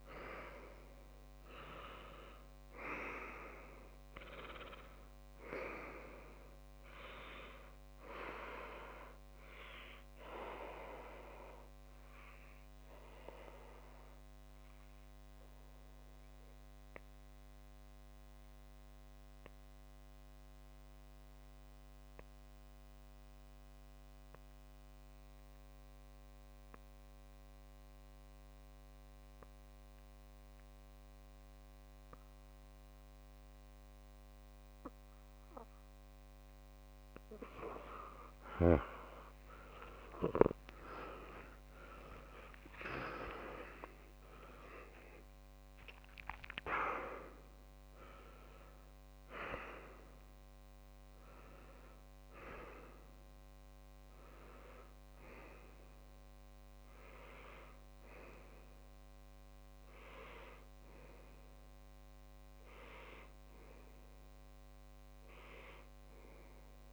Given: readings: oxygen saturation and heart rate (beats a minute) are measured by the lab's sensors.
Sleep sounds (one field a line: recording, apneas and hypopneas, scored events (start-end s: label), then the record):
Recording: breathing in sleep by a microphone on the trachea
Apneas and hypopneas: 1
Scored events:
12.50-37.50 s: obstructive apnea (oxygen 98% before, 95% lowest, heart rate 31 before, 36 extreme, up 31 after)
14.00-16.00 s: long interval between heartbeats (device-marked)
23.00-25.00 s: long interval between heartbeats (device-marked)
24.50-28.50 s: tachycardia (device-marked)
25.00-27.00 s: long interval between heartbeats (device-marked)
29.00-31.00 s: long interval between heartbeats (device-marked, heart rate 44 before, 126 extreme)
34.50-40.50 s: tachycardia (device-marked)
36.50-38.50 s: long interval between heartbeats (device-marked, heart rate 76 before, 92 extreme)
40.00-45.50 s: arousal
41.00-43.00 s: long interval between heartbeats (device-marked, heart rate 89 before, 104 extreme)
42.50-66.93 s: tachycardia (device-marked)
43.50-45.50 s: long interval between heartbeats (device-marked, heart rate 99 before, 83 extreme)
48.00-50.00 s: long interval between heartbeats (device-marked, heart rate 103 before, 128 extreme)
50.00-52.00 s: long interval between heartbeats (device-marked, heart rate 104 before, 149 extreme)
52.00-54.00 s: long interval between heartbeats (device-marked, heart rate 107 before, 153 extreme)
56.00-58.00 s: long interval between heartbeats (device-marked, heart rate 120 before, 153 extreme)
59.50-61.50 s: long interval between heartbeats (device-marked, heart rate 133 before, 152 extreme)
62.50-64.50 s: long interval between heartbeats (device-marked, heart rate 141 before, 132 extreme)
64.50-66.50 s: long interval between heartbeats (device-marked, heart rate 147 before, 136 extreme)
From the record:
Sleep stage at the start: N2 (light sleep)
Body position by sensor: on the back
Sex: male